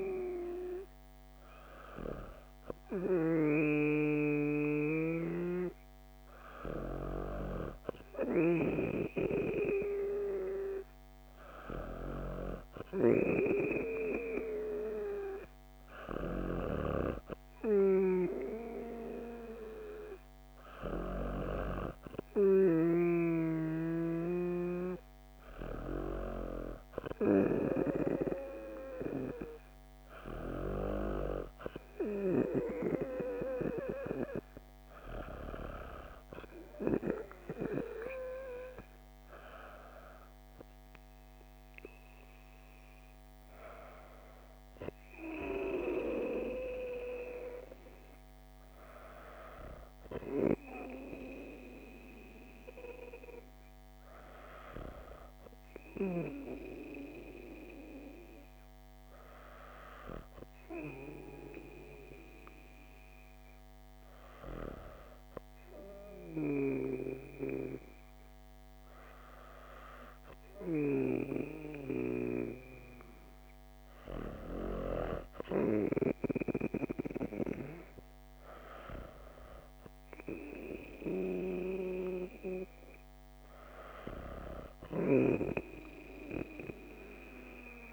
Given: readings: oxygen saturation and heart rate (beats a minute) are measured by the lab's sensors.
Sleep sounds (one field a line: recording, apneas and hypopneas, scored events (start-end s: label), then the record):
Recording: breathing in sleep by a microphone on the trachea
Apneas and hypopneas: none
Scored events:
none scored
From the record:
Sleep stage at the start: N2 (light sleep)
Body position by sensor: on the back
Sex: female